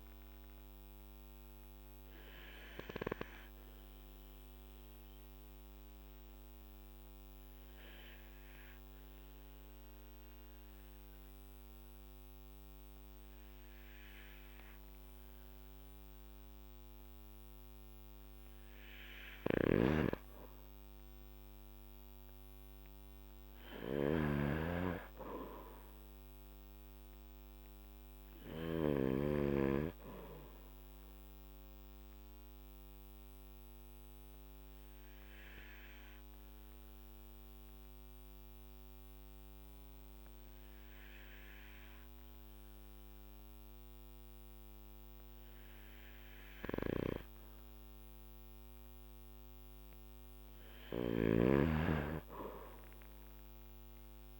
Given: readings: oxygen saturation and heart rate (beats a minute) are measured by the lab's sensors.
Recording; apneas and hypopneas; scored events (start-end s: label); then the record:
breathing in sleep by a microphone on the trachea; 2
0.00-1.00 s: oxygen desaturation (device-marked, oxygen 94% lowest, heart rate 54 extreme)
1.50-18.00 s: obstructive apnea (oxygen 97% before, 91% lowest, heart rate 56 before, 52 extreme, up 3 after)
19.50-29.00 s: snoring (device-marked)
20.00-29.00 s: oxygen desaturation (device-marked, oxygen 95% before, 91% lowest, heart rate 58 before, 52 extreme)
20.50-24.50 s: arousal
31.50-48.50 s: obstructive apnea (oxygen 96% before, 93% lowest, heart rate 56 before, 52 extreme, up 8 after)
46.50-54.40 s: snoring (device-marked)
47.00-54.00 s: oxygen desaturation (device-marked, oxygen 96% before, 93% lowest, heart rate 54 before, 53 extreme)
52.00-54.40 s: arousal
From the record:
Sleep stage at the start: N2 (light sleep); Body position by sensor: on the back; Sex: male